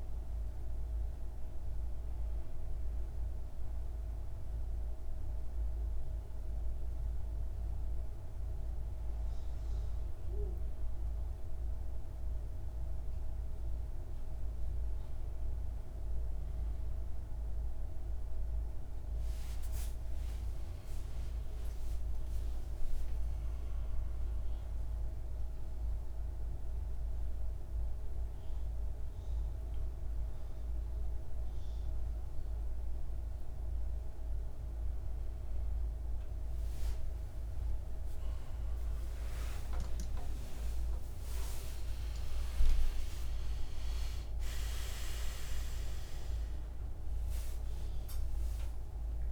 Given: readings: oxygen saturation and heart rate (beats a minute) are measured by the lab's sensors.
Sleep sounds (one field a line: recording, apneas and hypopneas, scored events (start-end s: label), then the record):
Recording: a person partly awake in a sleep study, hard to hear, by a room microphone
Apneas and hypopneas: none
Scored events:
0.00-10.50 s: oxygen desaturation (device-marked, oxygen 92% lowest, heart rate 59 extreme)
36.50-49.32 s: new sleep stage, awake
From the record:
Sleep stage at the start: N1 (lightest sleep)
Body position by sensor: on the right side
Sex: male